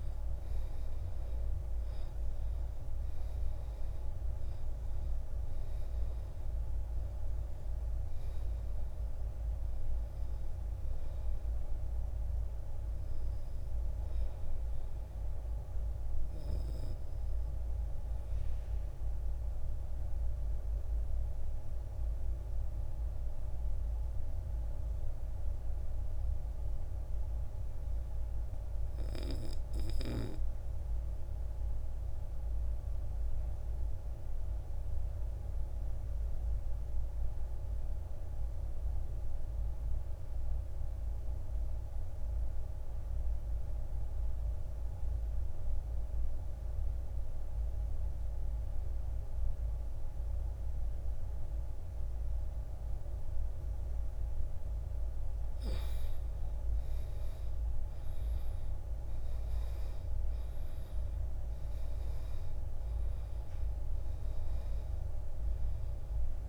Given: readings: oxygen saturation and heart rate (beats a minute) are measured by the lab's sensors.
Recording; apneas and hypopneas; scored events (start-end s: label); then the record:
breathing in sleep, hard to hear, by a room microphone; 1
0.00-1.50 s: arousal
0.00-29.50 s: oxygen desaturation (device-marked, oxygen 80% lowest, heart rate 46 extreme)
17.00-55.00 s: obstructive apnea (oxygen 96% before, 78% lowest, heart rate 67 before, 46 extreme, up 11 after)
21.50-23.50 s: long interval between heartbeats (device-marked, heart rate 65 before, 55 extreme)
46.50-66.49 s: oxygen desaturation (device-marked, oxygen 98% before, 78% lowest, heart rate 57 before, 53 extreme)
56.50-60.50 s: arousal
From the record:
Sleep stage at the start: N2 (light sleep); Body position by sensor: on the back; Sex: male